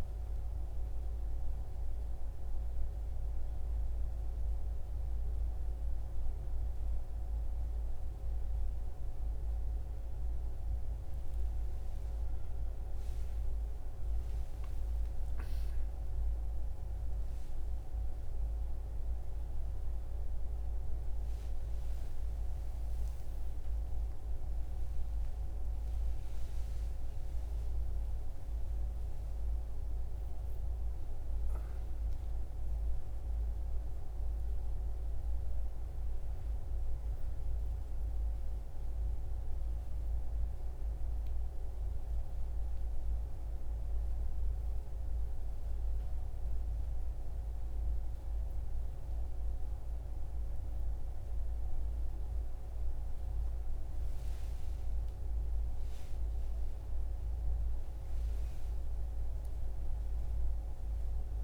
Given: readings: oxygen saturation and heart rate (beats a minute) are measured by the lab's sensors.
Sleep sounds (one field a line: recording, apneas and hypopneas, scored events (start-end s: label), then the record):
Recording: a person awake in a sleep study, hard to hear, by a room microphone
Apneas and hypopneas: none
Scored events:
none scored
From the record:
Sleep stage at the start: awake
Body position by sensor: on the right side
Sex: male